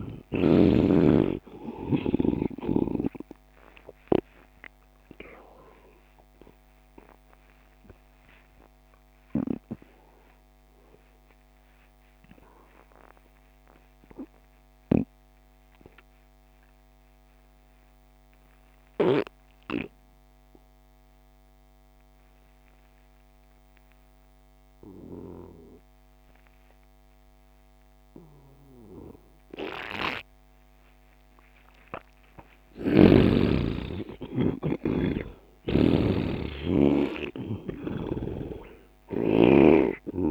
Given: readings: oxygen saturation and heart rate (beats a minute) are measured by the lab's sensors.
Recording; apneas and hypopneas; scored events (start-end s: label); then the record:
breathing in sleep by a microphone on the trachea; 1
0.00-20.50 s: oxygen desaturation (device-marked, oxygen 84% lowest)
4.00-31.00 s: obstructive apnea (oxygen 99% before, 84% lowest)
33.00-36.00 s: arousal
33.00-40.00 s: snoring (device-marked)
33.50-40.31 s: oxygen desaturation (device-marked, oxygen 98% before, 87% lowest)
From the record:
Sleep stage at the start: N2 (light sleep); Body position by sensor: on the right side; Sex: male